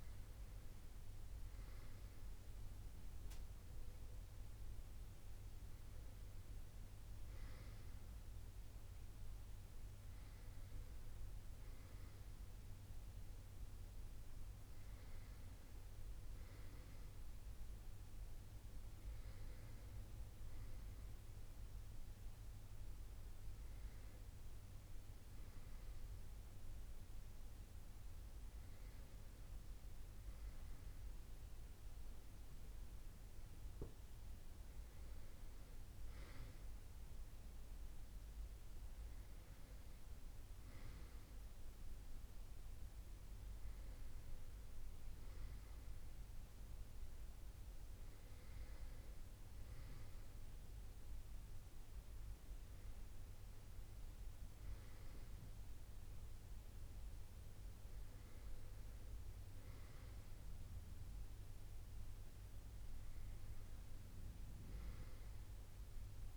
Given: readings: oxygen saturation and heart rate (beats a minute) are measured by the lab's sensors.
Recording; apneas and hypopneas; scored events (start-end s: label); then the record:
breathing in sleep, hard to hear, by a room microphone; none
none scored
From the record:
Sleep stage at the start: N2 (light sleep); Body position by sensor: on the right side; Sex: male